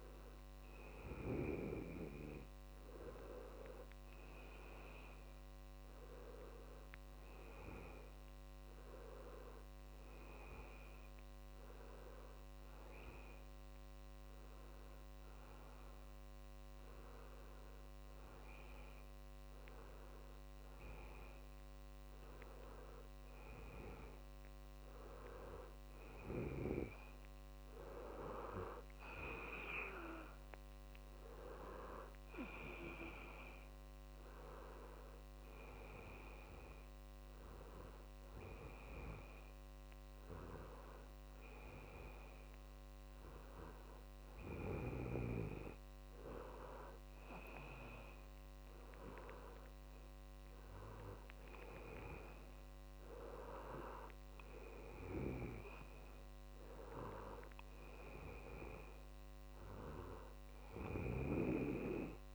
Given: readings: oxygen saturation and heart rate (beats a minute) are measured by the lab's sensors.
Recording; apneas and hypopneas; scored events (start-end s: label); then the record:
breathing in sleep by a microphone on the trachea; none
26.50-62.34 s: new sleep stage, N2 (light sleep)
From the record:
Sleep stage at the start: N1 (lightest sleep); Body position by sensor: on the back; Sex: male